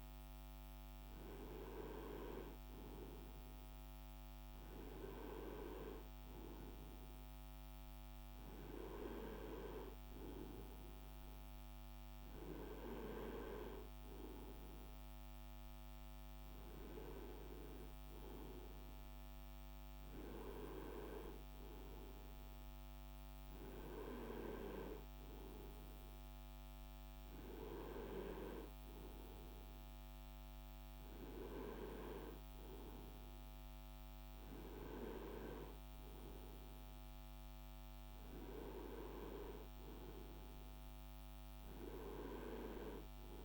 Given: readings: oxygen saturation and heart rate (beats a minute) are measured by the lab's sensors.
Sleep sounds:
breathing in sleep by a microphone on the trachea; none
none scored
From the record:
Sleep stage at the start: N2 (light sleep); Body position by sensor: on the right side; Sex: male

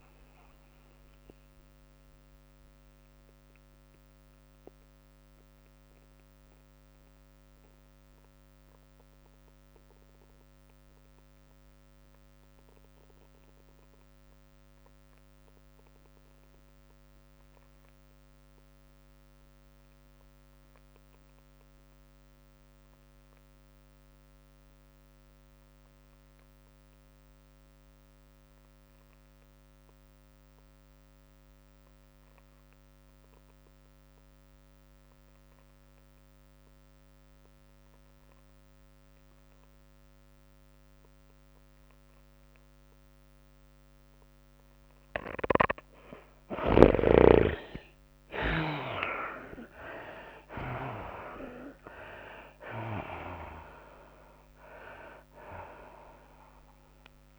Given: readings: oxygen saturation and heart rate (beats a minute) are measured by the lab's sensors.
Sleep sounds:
breathing in sleep by a microphone on the trachea; 1
0.00-8.50 s: drop in pulse transit time (device-marked, heart rate 107 extreme)
0.00-10.50 s: oxygen desaturation (device-marked, oxygen 70% lowest, heart rate 99 extreme)
0.00-28.50 s: tachycardia (device-marked, heart rate 122 extreme)
0.50-45.50 s: mixed apnea (oxygen 95% before, 64% lowest, heart rate 107 before, 99 extreme, up 11 after)
21.50-57.39 s: oxygen desaturation (device-marked, oxygen 99% before, 64% lowest, heart rate 109 before, 99 extreme)
44.50-57.39 s: tachycardia (device-marked, heart rate 106 before, 114 extreme)
48.50-53.50 s: arousal
50.50-57.39 s: drop in pulse transit time (device-marked, heart rate 100 before, 106 extreme)
From the record:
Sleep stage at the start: N2 (light sleep); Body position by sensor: on the back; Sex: female

